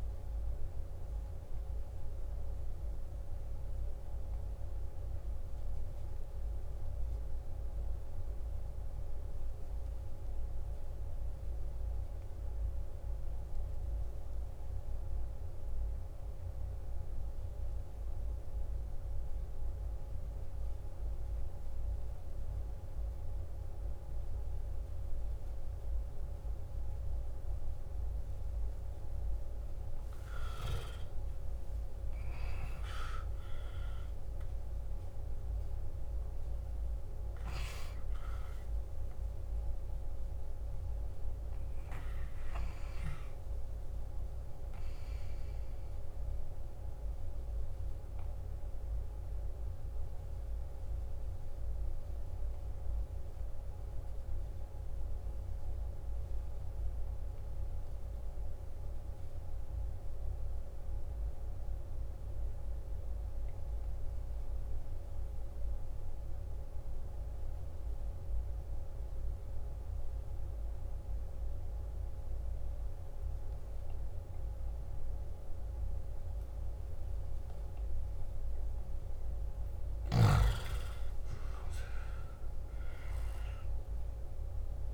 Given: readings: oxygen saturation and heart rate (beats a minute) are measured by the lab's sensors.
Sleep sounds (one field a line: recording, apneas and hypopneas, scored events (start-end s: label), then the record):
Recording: breathing in sleep, hard to hear, by a room microphone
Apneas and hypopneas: 2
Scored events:
3.50-30.00 s: obstructive apnea (oxygen 96% before, 89% lowest, heart rate 64 before, 51 extreme, up 14 after)
18.00-58.00 s: oxygen desaturation (device-marked, oxygen 98% before, 89% lowest, heart rate 54 before, 51 extreme)
30.50-34.50 s: arousal
47.50-79.00 s: obstructive apnea (oxygen 96% before, 88% lowest, heart rate 59 before, 52 extreme, up 14 after)
74.00-84.94 s: oxygen desaturation (device-marked, oxygen 97% before, 88% lowest, heart rate 53 before, 51 extreme)
81.00-84.94 s: arousal
From the record:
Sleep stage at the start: N2 (light sleep)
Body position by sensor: on the back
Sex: male